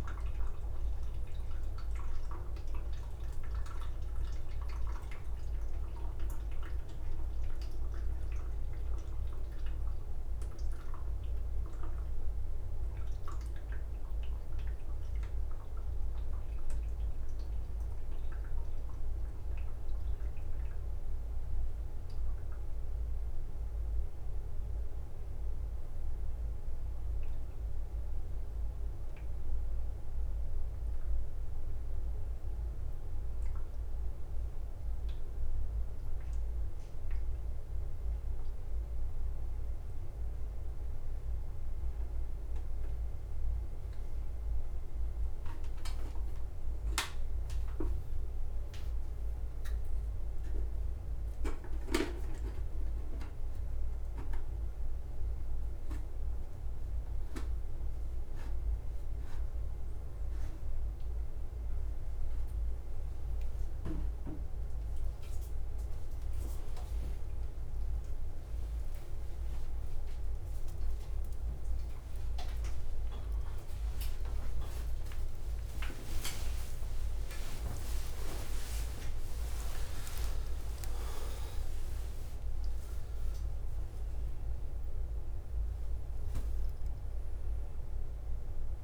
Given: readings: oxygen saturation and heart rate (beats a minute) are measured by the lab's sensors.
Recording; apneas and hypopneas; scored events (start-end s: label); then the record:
a person awake in a sleep study, by a room microphone; none
8.50-11.50 s: bradycardia (device-marked, heart rate 58 before, 60 extreme)
17.50-22.50 s: bradycardia (device-marked, heart rate 58 before, 59 extreme)
46.50-48.50 s: long interval between heartbeats (device-marked, heart rate 66 before, 83 extreme)
55.00-57.00 s: long interval between heartbeats (device-marked, heart rate 71 before, 69 extreme)
65.50-68.50 s: oxygen desaturation (device-marked, oxygen 100% before, 97% lowest, heart rate 73 before, 63 extreme)
68.50-70.50 s: long interval between heartbeats (device-marked, heart rate 73 before, 80 extreme)
78.50-80.50 s: long interval between heartbeats (device-marked, heart rate 73 before, 77 extreme)
83.50-88.84 s: oxygen desaturation (device-marked, oxygen 98% before, 95% lowest, heart rate 75 before, 48 extreme)
87.00-88.84 s: long interval between heartbeats (device-marked, heart rate 76 before, 80 extreme)
From the record:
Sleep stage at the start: awake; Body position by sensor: upright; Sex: male